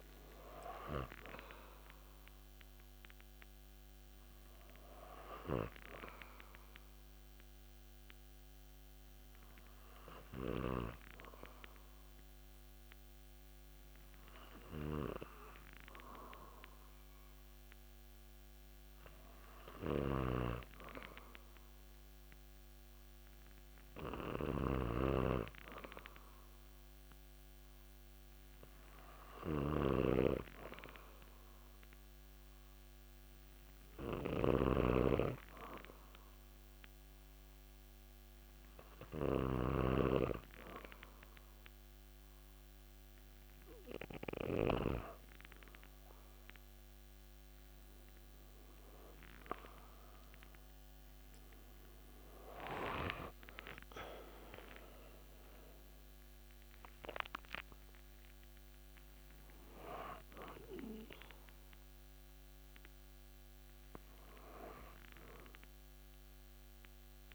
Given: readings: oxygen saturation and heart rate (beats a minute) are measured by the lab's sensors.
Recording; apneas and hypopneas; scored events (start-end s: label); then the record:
breathing in sleep by a microphone on the trachea; 1
4.00-19.50 s: hypopnea (oxygen 95% before, 93% lowest)
20.00-39.50 s: snoring (device-marked)
21.50-25.00 s: arousal
51.50-56.00 s: arousal
From the record:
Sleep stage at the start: N2 (light sleep); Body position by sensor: on the back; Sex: male